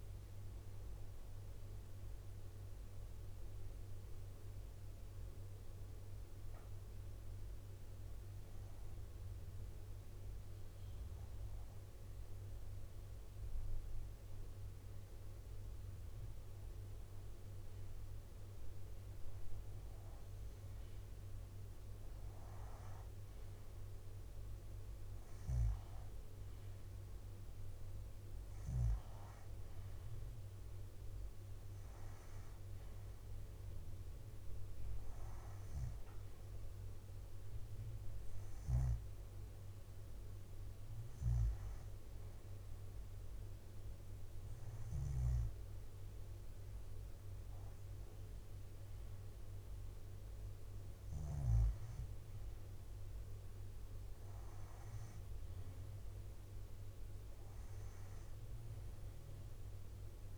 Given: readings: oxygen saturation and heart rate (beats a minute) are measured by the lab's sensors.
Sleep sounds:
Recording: breathing in sleep, hard to hear, by a room microphone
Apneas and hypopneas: none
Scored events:
19.00-28.00 s: oxygen desaturation (device-marked, oxygen 90% before, 85% lowest, heart rate 66 before, 64 extreme)
53.50-57.00 s: arousal
From the record:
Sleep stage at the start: N2 (light sleep)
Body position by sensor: on the back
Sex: female

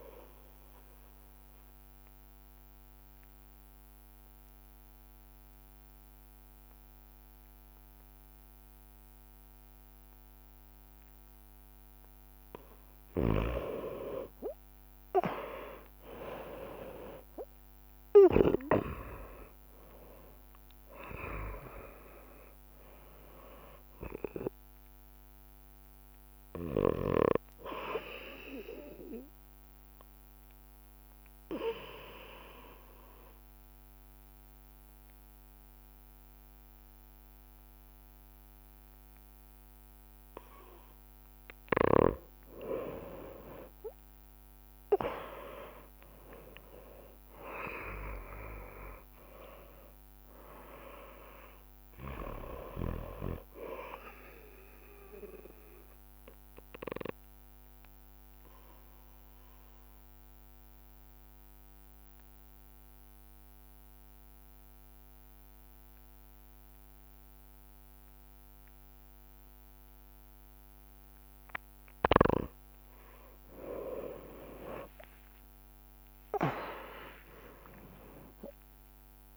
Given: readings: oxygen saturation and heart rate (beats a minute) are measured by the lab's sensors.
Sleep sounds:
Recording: breathing in sleep by a microphone on the trachea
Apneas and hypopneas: 3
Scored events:
1.00-13.50 s: obstructive apnea (oxygen 98% before, 93% lowest)
15.00-19.00 s: arousal
19.50-40.50 s: oxygen desaturation (device-marked, oxygen 98% before, 93% lowest)
31.50-42.50 s: obstructive apnea (oxygen 98% before, 93% lowest)
43.50-48.00 s: arousal
56.50-72.50 s: obstructive apnea (oxygen 99% before, 94% lowest)
73.50-77.50 s: arousal
77.50-79.37 s: oxygen desaturation (device-marked, oxygen 98% before, 94% lowest)
From the record:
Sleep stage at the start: N2 (light sleep)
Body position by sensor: on the right side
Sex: male

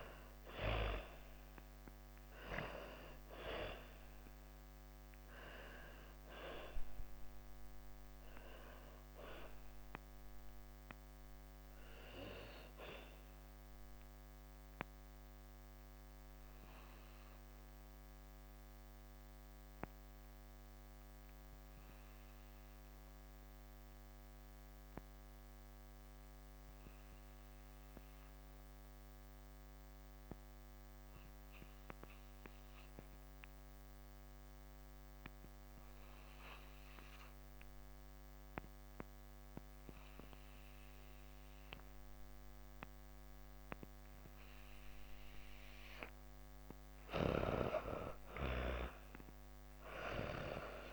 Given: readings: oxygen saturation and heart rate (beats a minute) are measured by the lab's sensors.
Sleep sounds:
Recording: breathing in sleep by a microphone on the trachea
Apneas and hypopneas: 1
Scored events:
0.00-22.50 s: oxygen desaturation (device-marked, oxygen 85% lowest)
8.50-44.50 s: obstructive apnea (oxygen 98% before, 85% lowest)
40.50-50.93 s: oxygen desaturation (device-marked, oxygen 98% before, 86% lowest)
45.50-49.50 s: arousal
From the record:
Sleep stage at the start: N2 (light sleep)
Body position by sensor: on the back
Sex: female

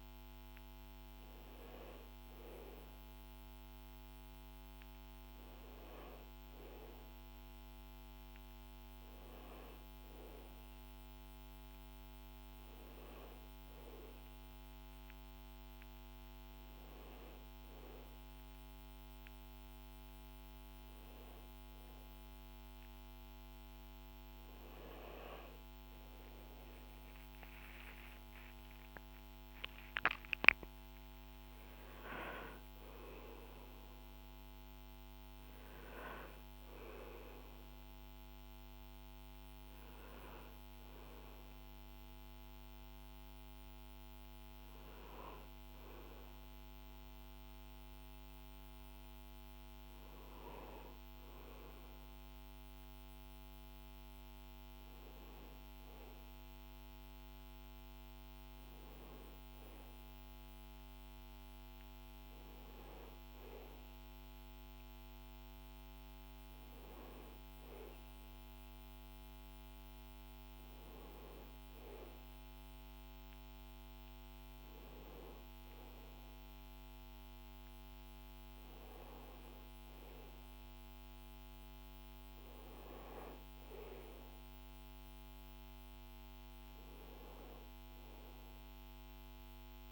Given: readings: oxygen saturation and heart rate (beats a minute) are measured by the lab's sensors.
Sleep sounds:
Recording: breathing in sleep by a microphone on the trachea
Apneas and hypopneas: none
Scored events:
25.50-30.00 s: arousal
71.50-89.92 s: new sleep stage, awake
From the record:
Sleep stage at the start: N1 (lightest sleep)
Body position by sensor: on the back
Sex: male

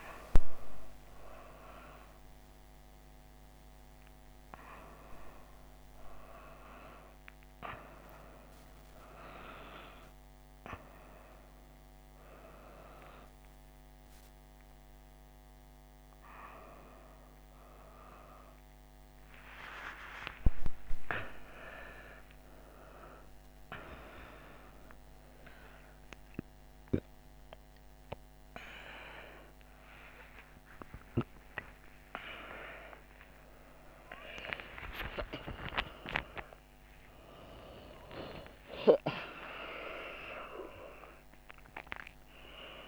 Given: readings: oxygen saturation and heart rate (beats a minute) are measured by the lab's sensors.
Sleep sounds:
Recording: a person awake in a sleep study, by a microphone on the trachea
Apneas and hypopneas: none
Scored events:
none scored
From the record:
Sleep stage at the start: awake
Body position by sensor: on the right side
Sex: female

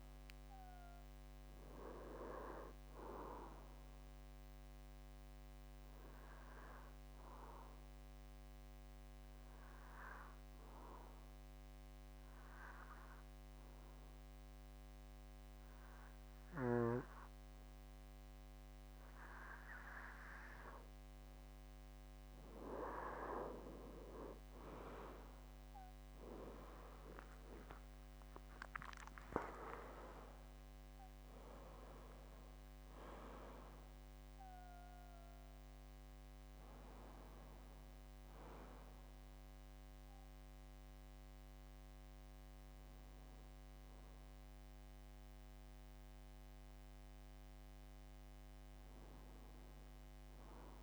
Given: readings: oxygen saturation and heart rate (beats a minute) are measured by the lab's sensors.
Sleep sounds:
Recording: breathing in sleep by a microphone on the trachea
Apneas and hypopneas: 1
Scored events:
2.00-13.00 s: oxygen desaturation (device-marked, oxygen 96% before, 91% lowest)
5.50-19.00 s: obstructive apnea (oxygen 96% before, 89% lowest)
21.50-27.50 s: arousal
30.00-50.00 s: oxygen desaturation (device-marked, oxygen 98% before, 89% lowest)
49.00-50.83 s: arousal
From the record:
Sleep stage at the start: N2 (light sleep)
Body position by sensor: on the back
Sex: male

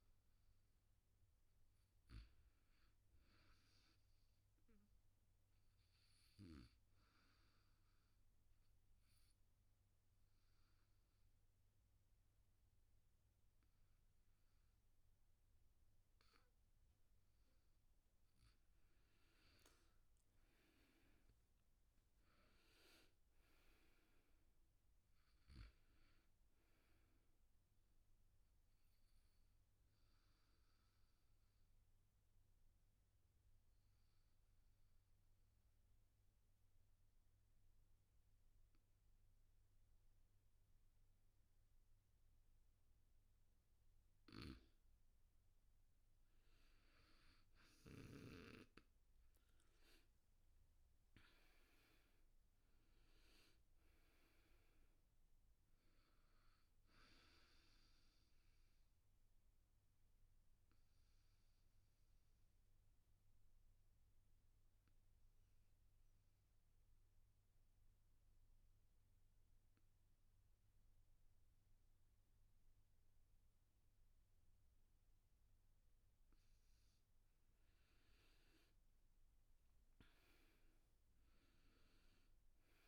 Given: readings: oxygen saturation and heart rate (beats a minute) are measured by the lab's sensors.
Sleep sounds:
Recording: breathing in sleep, hard to hear, by a room microphone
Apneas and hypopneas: 3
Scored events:
0.00-5.50 s: oxygen desaturation (device-marked, oxygen 92% lowest, heart rate 76 extreme)
6.00-17.50 s: obstructive apnea (oxygen 98% before, 84% lowest, heart rate 76 before, 77 extreme, up 11 after)
20.00-23.50 s: arousal
21.50-38.50 s: oxygen desaturation (device-marked, oxygen 94% before, 86% lowest, heart rate 79 before, 74 extreme)
28.00-44.00 s: obstructive apnea (oxygen 97% before, 84% lowest, heart rate 81 before, 72 extreme, up 3 after)
44.00-48.00 s: snoring (device-marked)
49.50-69.50 s: oxygen desaturation (device-marked, oxygen 99% before, 84% lowest, heart rate 80 before, 71 extreme)
51.00-54.00 s: arousal
58.50-76.50 s: obstructive apnea (oxygen 99% before, 84% lowest, heart rate 80 before, 71 extreme, up 13 after)
75.50-82.88 s: oxygen desaturation (device-marked, oxygen 99% before, 86% lowest, heart rate 75 before, 75 extreme)
79.00-81.50 s: arousal
From the record:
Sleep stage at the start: N2 (light sleep)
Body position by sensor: on the back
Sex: male

